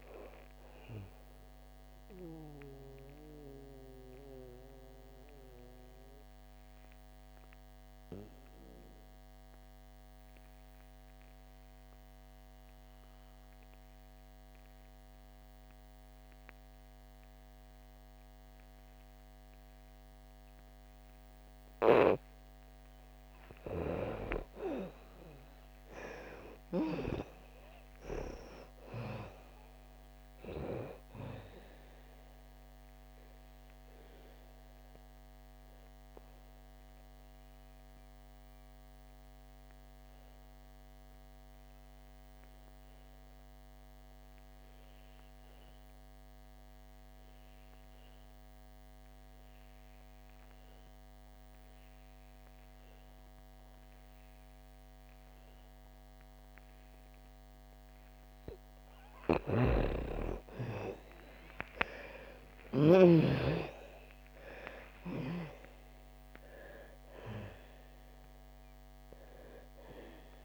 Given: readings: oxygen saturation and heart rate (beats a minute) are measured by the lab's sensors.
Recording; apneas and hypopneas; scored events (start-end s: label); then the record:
breathing in sleep by a microphone on the trachea; 2
0.00-15.50 s: oxygen desaturation (device-marked, oxygen 75% lowest, heart rate 55 extreme)
1.50-21.50 s: obstructive apnea (oxygen 98% before, 75% lowest, heart rate 76 before, 55 extreme, up 10 after)
23.00-27.50 s: arousal
24.50-49.50 s: oxygen desaturation (device-marked, oxygen 99% before, 83% lowest, heart rate 61 before, 55 extreme)
32.50-58.50 s: obstructive apnea (oxygen 99% before, 79% lowest, heart rate 63 before, 54 extreme, up 21 after)
51.50-70.45 s: oxygen desaturation (device-marked, oxygen 99% before, 80% lowest, heart rate 61 before, 54 extreme)
59.00-63.00 s: snoring (device-marked)
60.50-65.50 s: arousal
From the record:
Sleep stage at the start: N2 (light sleep); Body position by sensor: on the back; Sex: female